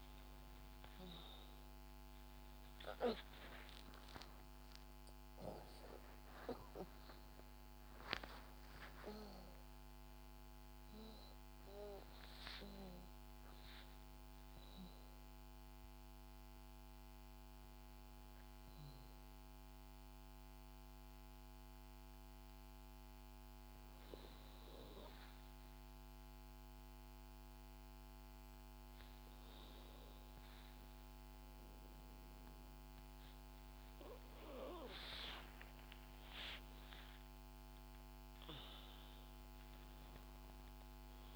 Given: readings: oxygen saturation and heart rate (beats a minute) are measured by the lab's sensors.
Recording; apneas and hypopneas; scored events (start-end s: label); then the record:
breathing in sleep by a microphone on the trachea; 1
0.00-22.00 s: oxygen desaturation (device-marked, oxygen 75% lowest, heart rate 58 extreme)
3.00-33.00 s: new sleep stage, N1 (lightest sleep)
7.50-9.50 s: long interval between heartbeats (device-marked, heart rate 72 before, 80 extreme)
20.00-35.00 s: hypopnea (oxygen 94% before, 93% lowest, heart rate 75 before, 58 extreme, up 5 after)
33.00-41.35 s: new sleep stage, N2 (light sleep)
36.50-41.35 s: arousal
From the record:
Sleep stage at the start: REM sleep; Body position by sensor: on the back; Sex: female